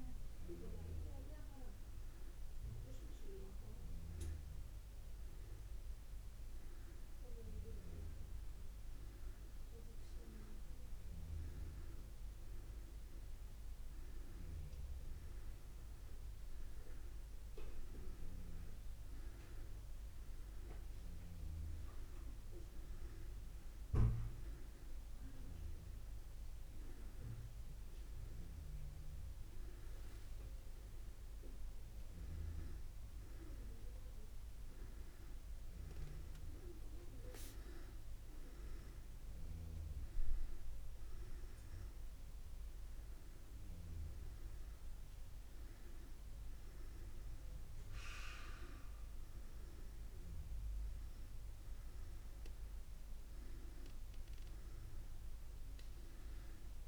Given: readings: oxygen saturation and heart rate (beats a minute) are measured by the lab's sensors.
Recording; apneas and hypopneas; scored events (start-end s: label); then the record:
a person awake in a sleep study, by a room microphone; none
none scored
From the record:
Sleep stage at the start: awake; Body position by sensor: on the back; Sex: male